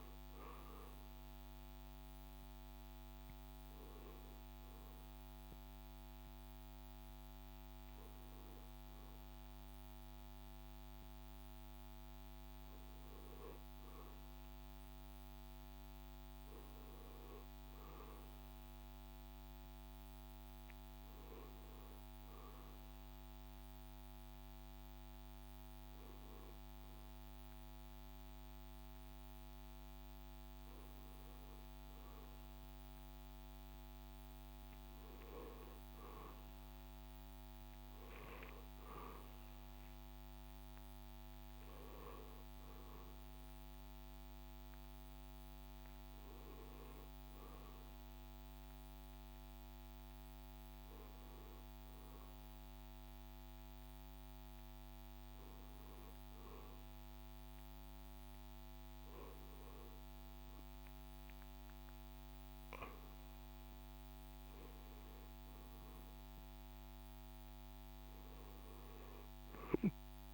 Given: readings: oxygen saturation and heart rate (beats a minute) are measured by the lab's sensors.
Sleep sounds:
breathing in sleep, hard to hear, by a microphone on the trachea; none
36.50-42.00 s: arousal
68.00-70.34 s: arousal
From the record:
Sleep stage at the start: N1 (lightest sleep); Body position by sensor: on the back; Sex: male

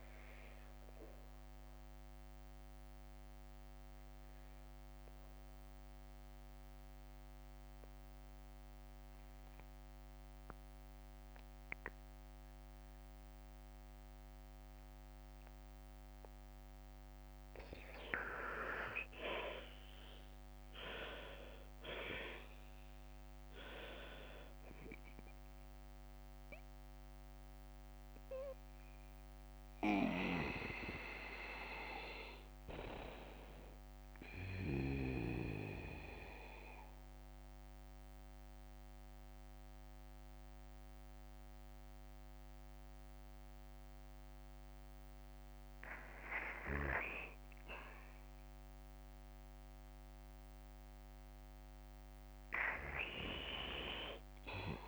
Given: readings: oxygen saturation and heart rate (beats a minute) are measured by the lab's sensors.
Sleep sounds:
breathing in sleep by a microphone on the trachea; 2
0.00 s: drop in pulse transit time (device-marked)
0.00-21.00 s: bradycardia (device-marked, heart rate 48 extreme)
1.00-17.50 s: obstructive apnea (oxygen 97% before, 95% lowest, heart rate 58 before, 48 extreme, up 15 after)
2.00-14.00 s: drop in pulse transit time (device-marked, heart rate 58 before, 52 extreme)
20.50-24.00 s: arousal
24.00-34.00 s: drop in pulse transit time (device-marked, heart rate 53 before, 54 extreme)
26.00-54.88 s: bradycardia (device-marked, heart rate 57 before, 50 extreme)
34.00-45.00 s: central apnea (oxygen 97% before, 95% lowest, heart rate 56 before, 54 extreme, up 1 after)
48.00-52.50 s: arousal
From the record:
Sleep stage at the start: N2 (light sleep); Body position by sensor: on the back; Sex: male

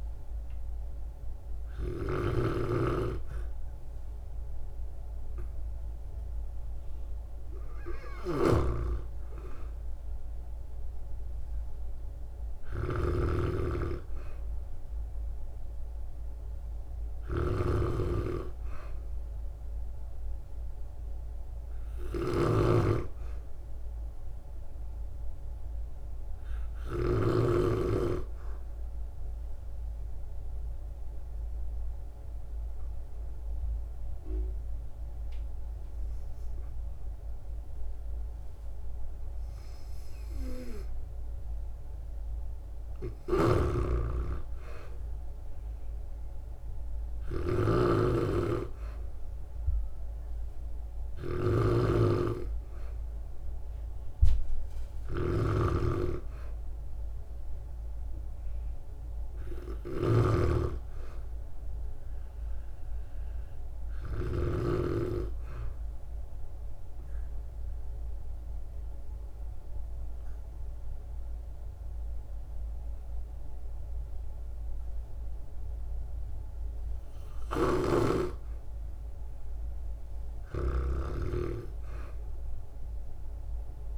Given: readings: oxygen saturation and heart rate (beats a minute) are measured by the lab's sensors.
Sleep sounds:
breathing in sleep by a room microphone; 2
0.00-2.00 s: snoring (device-marked)
0.00-12.00 s: oxygen desaturation (device-marked, oxygen 93% lowest, heart rate 56 extreme)
8.00-27.00 s: snoring (device-marked)
27.50-41.00 s: hypopnea (oxygen 97% before, 92% lowest, heart rate 60 before, 58 extreme, up 14 after)
36.00-83.97 s: new sleep stage, N2 (light sleep)
42.50-46.00 s: arousal
43.00-64.50 s: snoring (device-marked)
45.00-63.00 s: oxygen desaturation (device-marked, oxygen 96% before, 92% lowest, heart rate 60 before, 56 extreme)
66.50-78.50 s: obstructive apnea (oxygen 96% before, 92% lowest, heart rate 61 before, 56 extreme, up 14 after)
77.50-83.97 s: snoring (device-marked)
81.00-83.97 s: arousal
From the record:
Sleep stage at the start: REM sleep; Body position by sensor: on the back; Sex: female

